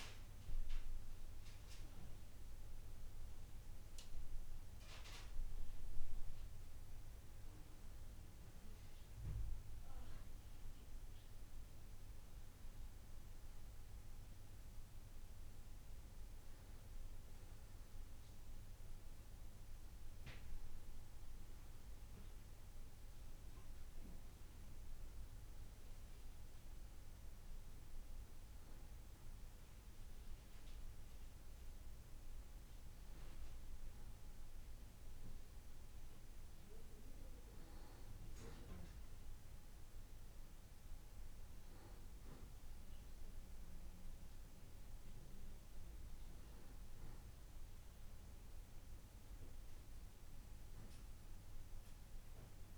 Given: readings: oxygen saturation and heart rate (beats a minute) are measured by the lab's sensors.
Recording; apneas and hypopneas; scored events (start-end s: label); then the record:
breathing in sleep, hard to hear, by a room microphone; none
none scored
From the record:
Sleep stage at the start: N2 (light sleep); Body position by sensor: on the back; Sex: male